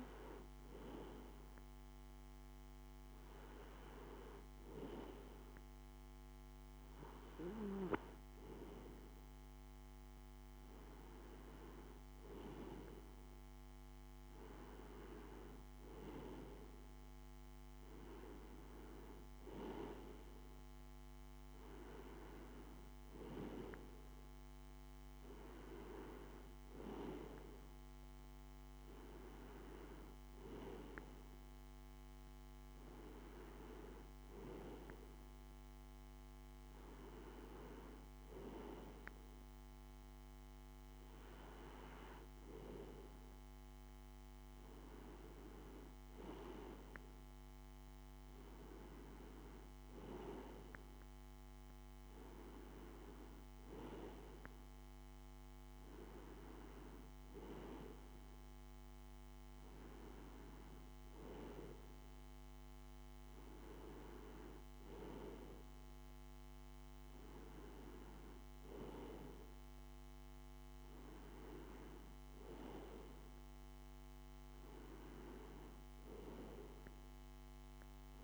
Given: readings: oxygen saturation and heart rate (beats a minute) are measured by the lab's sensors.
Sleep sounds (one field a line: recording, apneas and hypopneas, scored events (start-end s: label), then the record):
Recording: breathing in sleep by a microphone on the trachea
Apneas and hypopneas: none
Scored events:
none scored
From the record:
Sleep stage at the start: N2 (light sleep)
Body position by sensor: on the right side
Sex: male